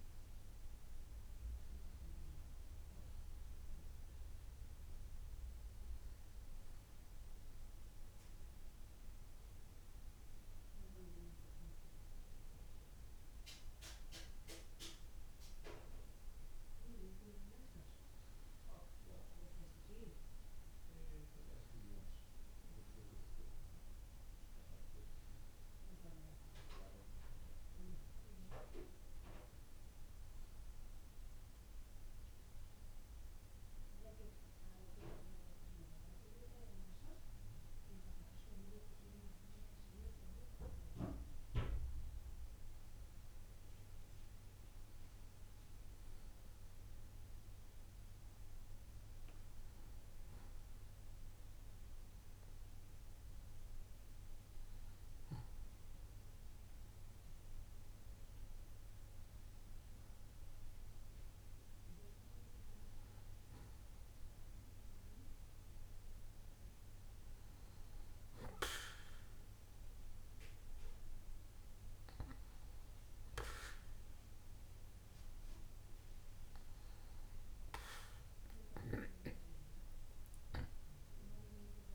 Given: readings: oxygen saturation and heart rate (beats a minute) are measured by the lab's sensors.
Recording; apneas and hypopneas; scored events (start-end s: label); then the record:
breathing in sleep by a room microphone; 1
0.50-4.50 s: arousal
7.50-18.50 s: hypopnea (oxygen 95% before, 93% lowest, heart rate 69 before, 65 extreme, up 4 after)
23.00-27.50 s: arousal
80.00-81.95 s: arousal
From the record:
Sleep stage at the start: N2 (light sleep); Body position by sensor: on the back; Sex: male